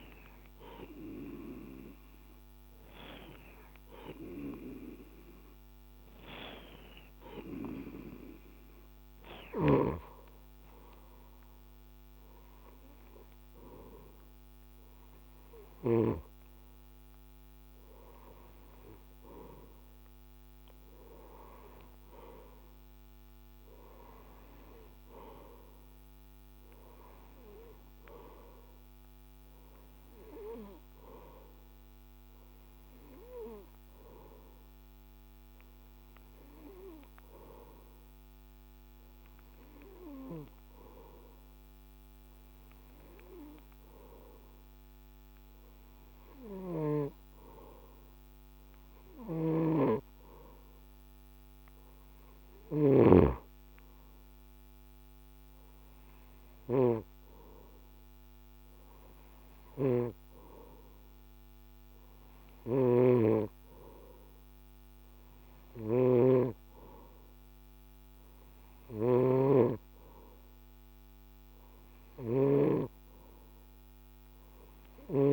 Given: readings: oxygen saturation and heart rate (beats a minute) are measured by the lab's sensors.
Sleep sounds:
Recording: breathing in sleep by a microphone on the trachea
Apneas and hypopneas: none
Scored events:
48.50-52.50 s: snoring (device-marked)
59.00-75.33 s: snoring (device-marked)
From the record:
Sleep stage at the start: N2 (light sleep)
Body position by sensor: on the right side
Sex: male

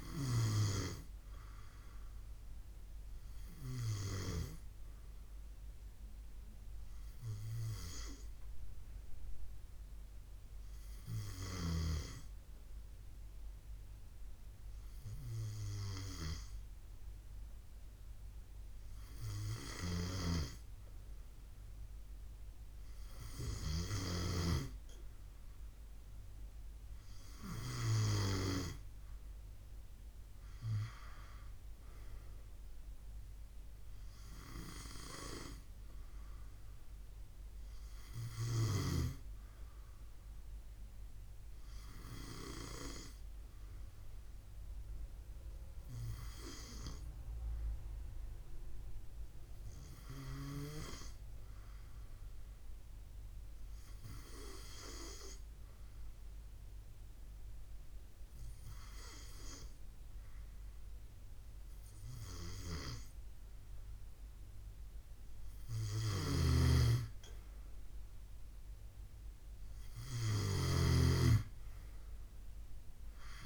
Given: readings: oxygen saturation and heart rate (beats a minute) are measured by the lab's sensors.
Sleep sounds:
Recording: breathing in sleep by a room microphone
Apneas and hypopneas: 2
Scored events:
3.50-21.50 s: hypopnea (oxygen 97% before, 92% lowest, heart rate 70 before, 68 extreme, up 2 after)
19.00-24.00 s: snoring (device-marked)
25.50-27.50 s: arousal
42.00-64.00 s: hypopnea (oxygen 95% before, 91% lowest, heart rate 69 before, 68 extreme, up 2 after)
65.50-70.50 s: snoring (device-marked)
67.50-70.50 s: arousal
From the record:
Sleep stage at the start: N2 (light sleep)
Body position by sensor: on the left side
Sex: male

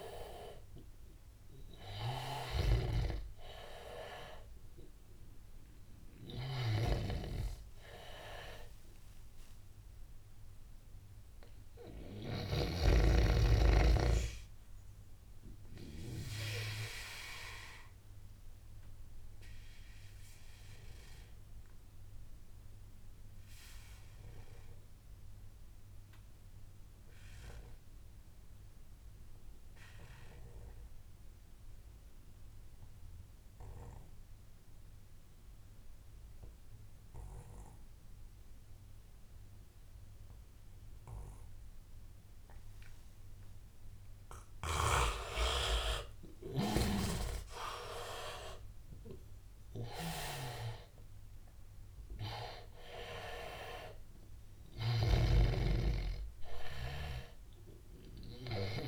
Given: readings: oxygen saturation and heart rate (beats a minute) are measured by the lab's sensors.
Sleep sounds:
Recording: breathing in sleep by a room microphone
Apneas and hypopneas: 1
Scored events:
0.00-8.00 s: oxygen desaturation (device-marked, oxygen 90% lowest, heart rate 83 extreme)
2.50-12.50 s: snoring (device-marked)
10.00-19.00 s: oxygen desaturation (device-marked, oxygen 91% before, 86% lowest, heart rate 89 before, 83 extreme)
17.00-44.00 s: obstructive apnea (oxygen 95% before, 85% lowest, heart rate 91 before, 83 extreme, up 8 after)
35.00-58.88 s: oxygen desaturation (device-marked, oxygen 99% before, 85% lowest, heart rate 89 before, 83 extreme)
45.50-49.50 s: arousal
54.50-58.88 s: snoring (device-marked)
From the record:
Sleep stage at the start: N2 (light sleep)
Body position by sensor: on the back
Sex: male

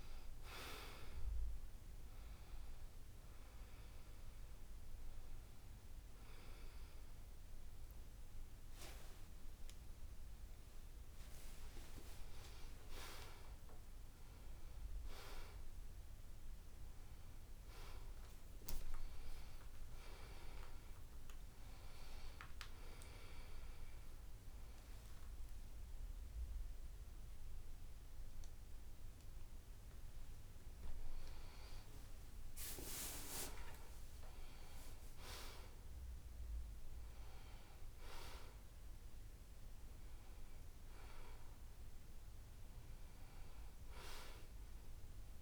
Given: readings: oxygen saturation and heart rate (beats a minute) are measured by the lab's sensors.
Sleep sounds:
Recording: a person awake in a sleep study, by a room microphone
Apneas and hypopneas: none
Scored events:
0.00-18.00 s: oxygen desaturation (device-marked, oxygen 87% lowest, heart rate 70 extreme)
5.00-35.00 s: new sleep stage, awake
35.00-45.42 s: new sleep stage, N1 (lightest sleep)
From the record:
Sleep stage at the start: N2 (light sleep)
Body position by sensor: on the back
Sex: male

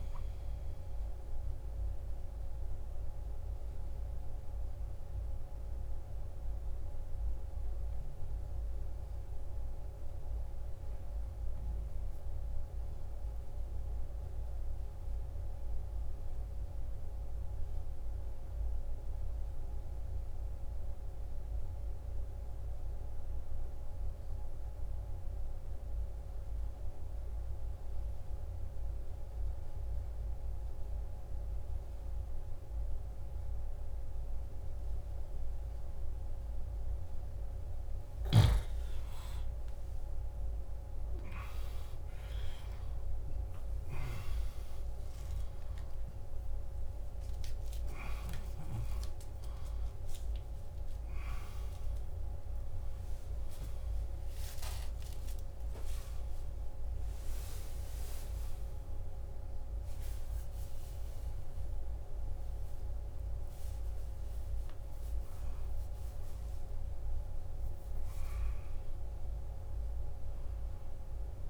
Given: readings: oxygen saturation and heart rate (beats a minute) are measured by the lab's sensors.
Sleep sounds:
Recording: breathing in sleep, hard to hear, by a room microphone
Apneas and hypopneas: 1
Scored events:
0.00-7.50 s: oxygen desaturation (device-marked, oxygen 91% lowest, heart rate 54 extreme)
4.50-38.00 s: obstructive apnea (oxygen 95% before, 89% lowest, heart rate 64 before, 54 extreme, up 16 after)
24.50-53.50 s: oxygen desaturation (device-marked, oxygen 98% before, 90% lowest, heart rate 55 before, 54 extreme)
35.50-37.50 s: long interval between heartbeats (device-marked, heart rate 54 before, 57 extreme)
39.00-44.00 s: arousal
64.50-70.50 s: oxygen desaturation (device-marked, oxygen 94% before, 89% lowest, heart rate 70 before, 53 extreme)
66.50-71.49 s: arousal
From the record:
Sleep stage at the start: N2 (light sleep)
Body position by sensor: on the back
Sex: male

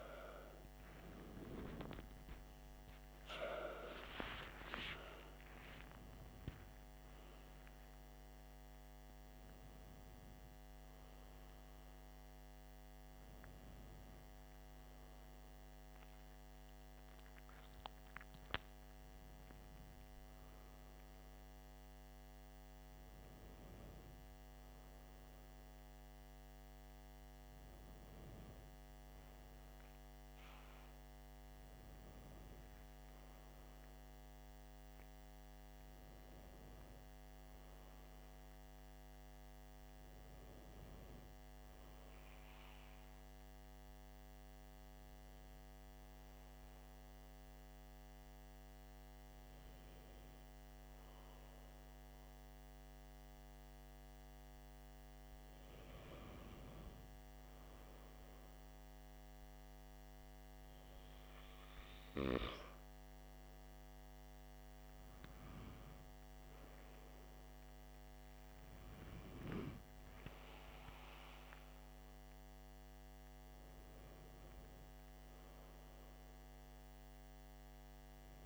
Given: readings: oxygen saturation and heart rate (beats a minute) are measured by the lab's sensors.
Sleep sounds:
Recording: a person awake in a sleep study, by a microphone on the trachea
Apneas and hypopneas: 1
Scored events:
0.00-5.00 s: tachycardia (device-marked, heart rate 146 extreme)
43.00-73.00 s: new sleep stage, N1 (lightest sleep)
43.50-54.50 s: hypopnea (oxygen 97% before, 94% lowest, heart rate 64 before, 51 extreme, up 15 after)
56.00-59.00 s: arousal
73.00-78.46 s: new sleep stage, N2 (light sleep)
74.00-77.50 s: arousal
From the record:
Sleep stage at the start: awake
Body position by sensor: on the back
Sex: male

